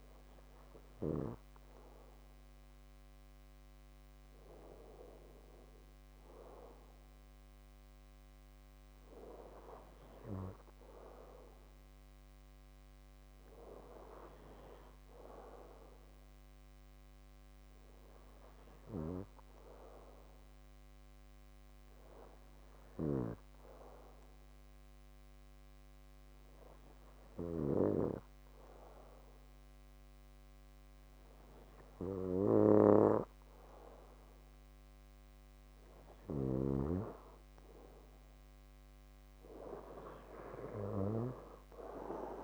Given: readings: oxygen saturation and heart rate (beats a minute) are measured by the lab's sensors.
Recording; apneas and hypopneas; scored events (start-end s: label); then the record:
breathing in sleep by a microphone on the trachea; 1
20.00-32.00 s: hypopnea (oxygen 96% before, 92% lowest, heart rate 60 before, 55 extreme, up 5 after)
35.00-38.50 s: arousal
From the record:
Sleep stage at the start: N2 (light sleep); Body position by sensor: on the back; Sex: male